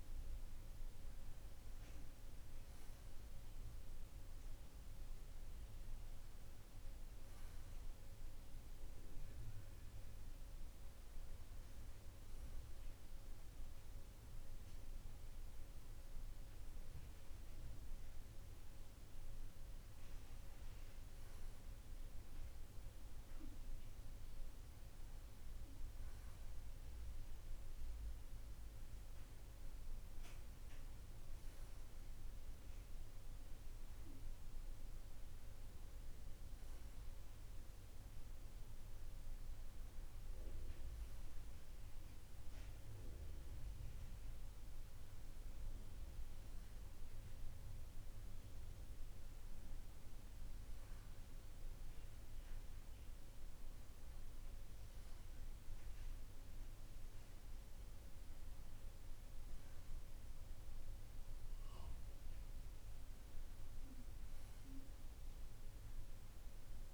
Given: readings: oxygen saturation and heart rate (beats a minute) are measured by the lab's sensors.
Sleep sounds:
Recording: breathing in sleep, hard to hear, by a room microphone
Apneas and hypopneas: none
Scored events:
none scored
From the record:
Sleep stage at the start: N1 (lightest sleep)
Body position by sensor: on the back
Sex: male

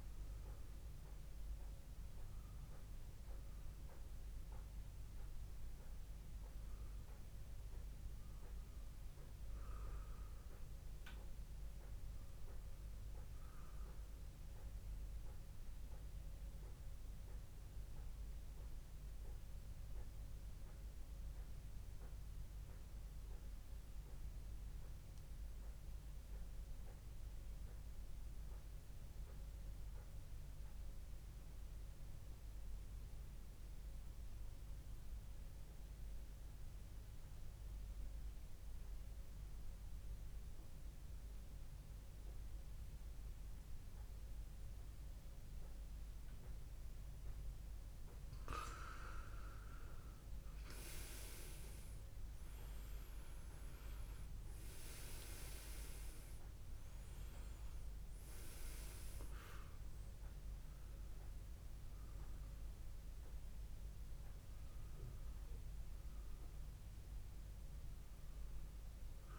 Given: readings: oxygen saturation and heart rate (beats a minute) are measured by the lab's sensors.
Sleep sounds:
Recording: breathing in sleep by a room microphone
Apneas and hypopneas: 1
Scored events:
16.00-47.50 s: mixed apnea (oxygen 95% before, 92% lowest, heart rate 62 before, 59 extreme)
44.50-68.50 s: oxygen desaturation (device-marked, oxygen 99% before, 92% lowest, heart rate 71 before, 59 extreme)
49.00-53.00 s: arousal
From the record:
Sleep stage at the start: N2 (light sleep)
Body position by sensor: on the back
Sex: male

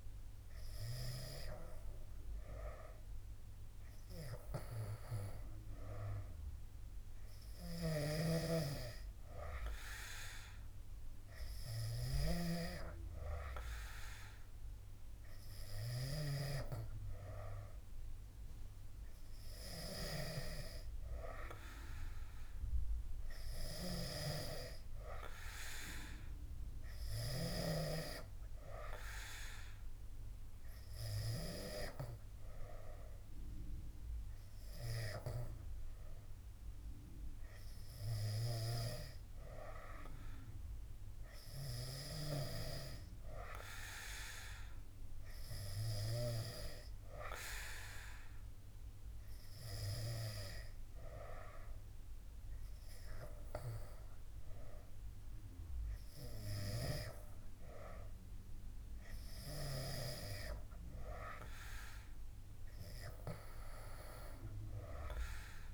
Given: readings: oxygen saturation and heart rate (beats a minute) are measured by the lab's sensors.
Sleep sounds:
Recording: breathing in sleep by a room microphone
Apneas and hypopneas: none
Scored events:
none scored
From the record:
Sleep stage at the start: N3 (deep sleep)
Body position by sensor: on the back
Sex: male

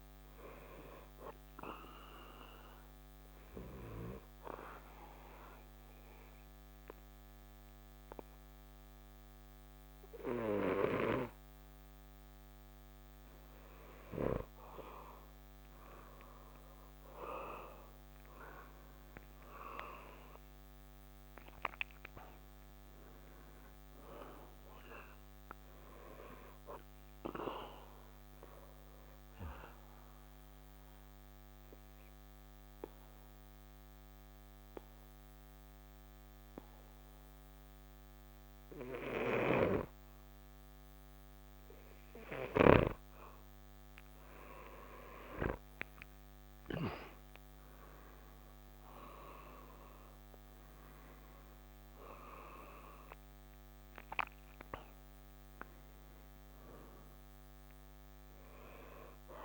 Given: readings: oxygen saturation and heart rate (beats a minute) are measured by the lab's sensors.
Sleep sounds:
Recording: breathing in sleep by a microphone on the trachea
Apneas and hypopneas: 2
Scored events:
1.00-11.00 s: oxygen desaturation (device-marked, oxygen 96% before, 91% lowest, heart rate 69 before, 63 extreme)
2.00-17.50 s: obstructive apnea (oxygen 96% before, 87% lowest, heart rate 69 before, 63 extreme, up 6 after)
19.50-23.50 s: arousal
20.00-37.00 s: oxygen desaturation (device-marked, oxygen 95% before, 90% lowest, heart rate 68 before, 67 extreme)
28.50-45.00 s: obstructive apnea (oxygen 95% before, 87% lowest, heart rate 68 before, 65 extreme, up 2 after)
39.50-43.00 s: snoring (device-marked)
47.00-51.50 s: arousal
47.00-59.45 s: oxygen desaturation (device-marked, oxygen 95% before, 87% lowest, heart rate 69 before, 65 extreme)
From the record:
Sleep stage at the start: N2 (light sleep)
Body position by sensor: on the back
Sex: male

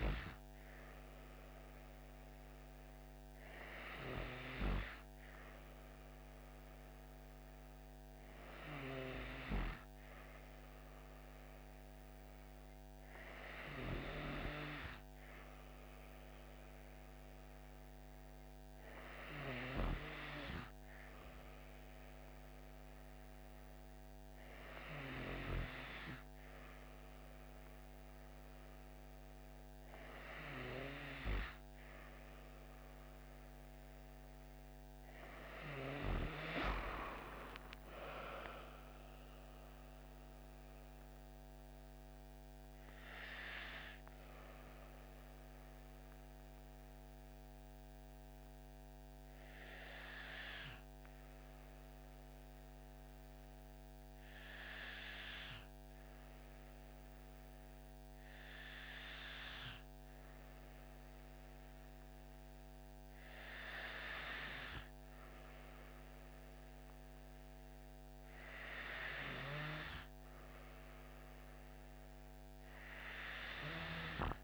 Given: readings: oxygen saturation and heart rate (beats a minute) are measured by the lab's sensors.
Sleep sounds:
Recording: breathing in sleep by a microphone on the trachea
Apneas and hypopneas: 1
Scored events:
34.50-38.00 s: arousal
48.00-65.00 s: hypopnea (oxygen 94% before, 93% lowest)
66.00-69.00 s: arousal
From the record:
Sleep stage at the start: N2 (light sleep)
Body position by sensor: on the back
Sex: female

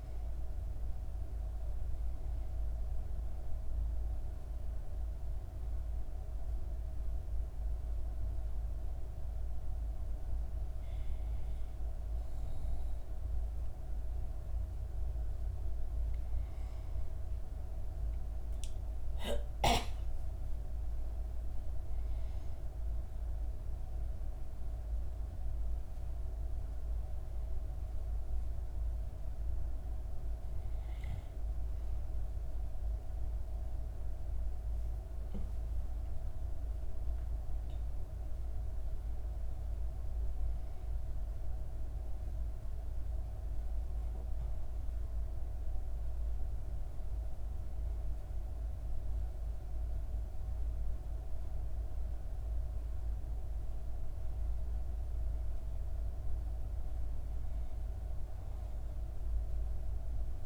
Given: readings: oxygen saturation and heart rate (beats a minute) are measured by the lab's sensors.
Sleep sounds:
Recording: breathing in sleep, hard to hear, by a room microphone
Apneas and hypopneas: 1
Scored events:
0.00-11.00 s: oxygen desaturation (device-marked, oxygen 88% lowest, heart rate 65 extreme)
2.00-60.46 s: new sleep stage, REM sleep
3.00-15.00 s: hypopnea (oxygen 98% before, 88% lowest, heart rate 66 before, 68 extreme, up 11 after)
16.00-20.00 s: arousal
From the record:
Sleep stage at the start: N2 (light sleep)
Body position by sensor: on the back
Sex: female

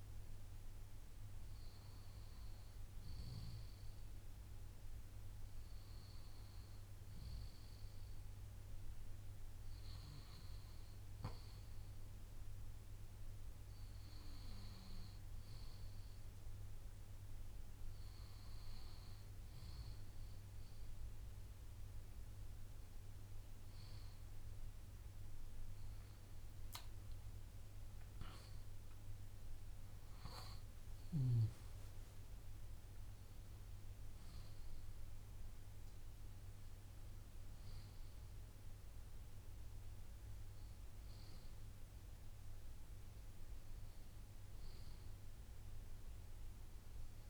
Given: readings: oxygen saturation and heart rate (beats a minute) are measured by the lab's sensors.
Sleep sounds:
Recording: breathing in sleep, hard to hear, by a room microphone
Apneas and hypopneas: none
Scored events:
26.50-31.00 s: arousal
From the record:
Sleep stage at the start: N1 (lightest sleep)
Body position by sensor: on the left side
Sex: male

